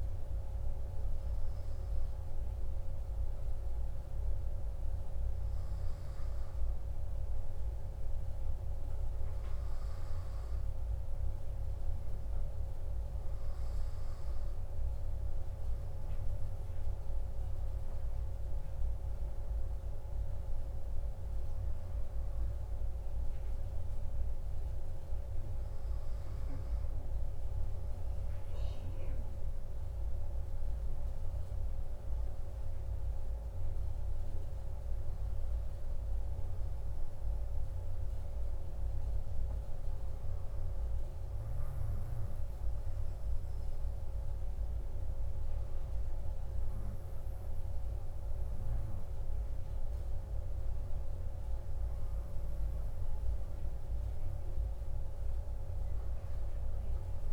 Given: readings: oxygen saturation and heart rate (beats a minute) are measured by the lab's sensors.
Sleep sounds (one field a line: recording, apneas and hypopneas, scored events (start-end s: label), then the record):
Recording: breathing in sleep, hard to hear, by a room microphone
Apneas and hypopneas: none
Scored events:
none scored
From the record:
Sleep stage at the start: N1 (lightest sleep)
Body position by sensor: on the back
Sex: male